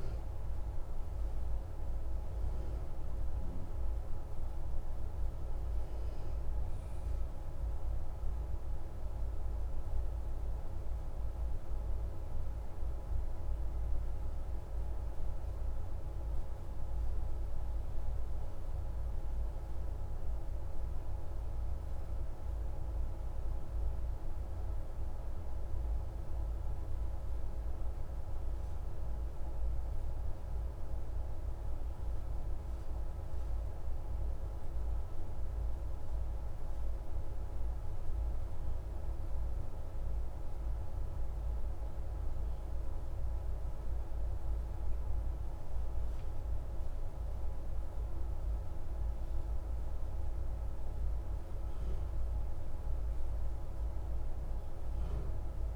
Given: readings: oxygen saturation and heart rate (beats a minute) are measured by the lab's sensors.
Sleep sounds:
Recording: breathing in sleep, hard to hear, by a room microphone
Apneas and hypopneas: 1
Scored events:
27.50-31.00 s: arousal
33.00-48.50 s: hypopnea (oxygen 97% before, 95% lowest)
50.50-53.50 s: arousal
From the record:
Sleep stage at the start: N1 (lightest sleep)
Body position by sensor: on the back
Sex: male

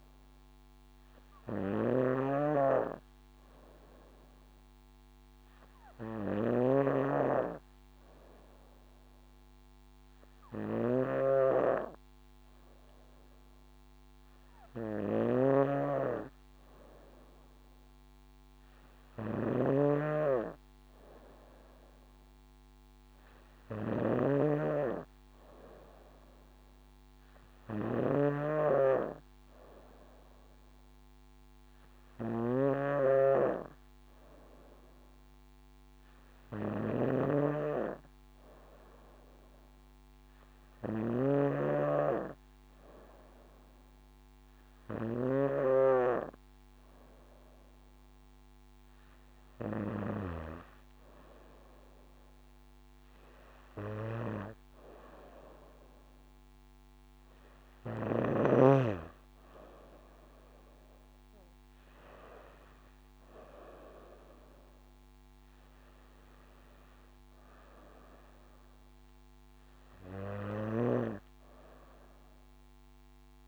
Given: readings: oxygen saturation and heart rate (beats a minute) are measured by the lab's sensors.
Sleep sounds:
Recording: breathing in sleep by a microphone on the trachea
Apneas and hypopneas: none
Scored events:
0.00-50.50 s: snoring (device-marked)
54.50-73.47 s: drop in pulse transit time (device-marked, heart rate 62 before, 57 extreme)
From the record:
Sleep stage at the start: N2 (light sleep)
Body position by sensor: on the back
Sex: female

